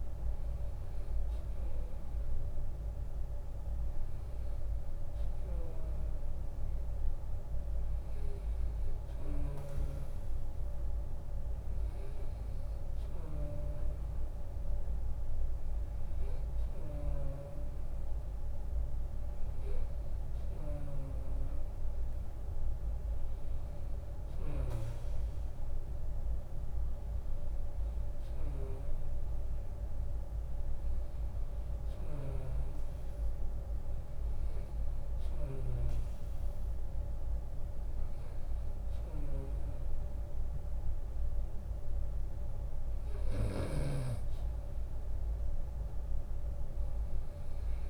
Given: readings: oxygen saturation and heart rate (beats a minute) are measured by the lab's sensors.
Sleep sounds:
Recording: breathing in sleep by a room microphone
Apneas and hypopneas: none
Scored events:
0.00-10.00 s: drop in pulse transit time (device-marked, heart rate 77 before, 76 extreme)
12.00-14.00 s: long interval between heartbeats (device-marked, heart rate 78 before, 76 extreme)
31.00-35.00 s: snoring (device-marked)
From the record:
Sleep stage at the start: REM sleep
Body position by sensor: on the right side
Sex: male

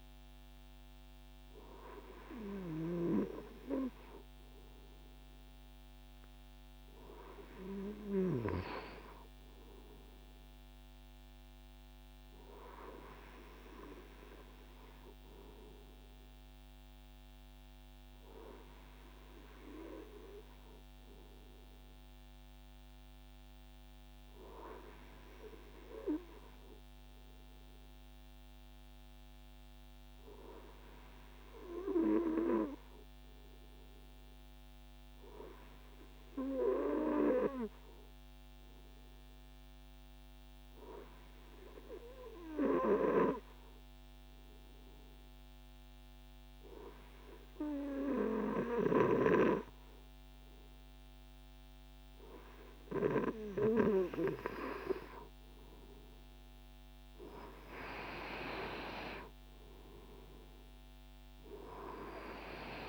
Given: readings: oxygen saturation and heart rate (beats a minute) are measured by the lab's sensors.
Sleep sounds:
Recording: breathing in sleep by a microphone on the trachea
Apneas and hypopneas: 1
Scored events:
15.00-53.00 s: obstructive apnea (oxygen 97% before, 94% lowest, heart rate 145 before, 54 extreme)
58.00-62.50 s: arousal
From the record:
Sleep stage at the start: N2 (light sleep)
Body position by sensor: on the right side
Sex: male

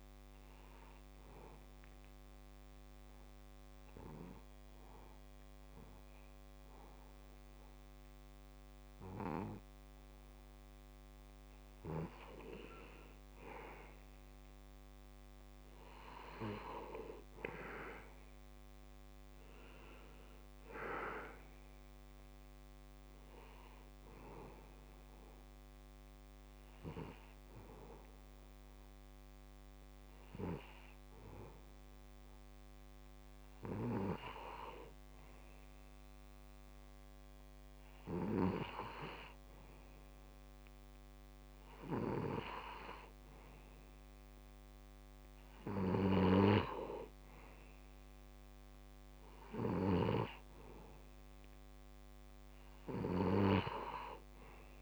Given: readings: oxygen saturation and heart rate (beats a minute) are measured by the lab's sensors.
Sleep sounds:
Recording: breathing in sleep by a microphone on the trachea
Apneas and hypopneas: 2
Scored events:
0.00-9.50 s: oxygen desaturation (device-marked, oxygen 86% lowest)
0.50-11.00 s: obstructive apnea (oxygen 94% before, 86% lowest)
20.50-37.50 s: oxygen desaturation (device-marked, oxygen 95% before, 89% lowest)
23.50-33.50 s: obstructive apnea (oxygen 95% before, 88% lowest)
37.50-40.00 s: arousal
46.50-54.82 s: oxygen desaturation (device-marked, oxygen 94% before, 88% lowest)
From the record:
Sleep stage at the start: N2 (light sleep)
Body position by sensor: on the back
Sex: male

